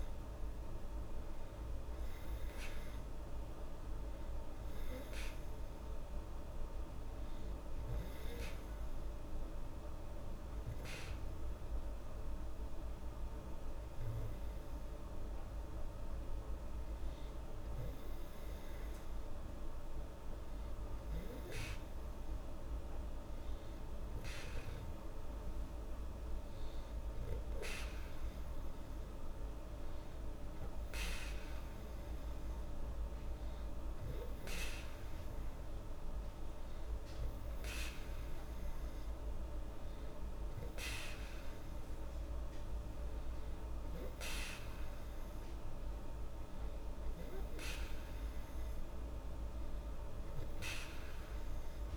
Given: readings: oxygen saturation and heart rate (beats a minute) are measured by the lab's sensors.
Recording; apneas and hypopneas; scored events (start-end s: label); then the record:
breathing in sleep, hard to hear, by a room microphone; none
none scored
From the record:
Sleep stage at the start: N2 (light sleep); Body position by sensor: on the back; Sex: female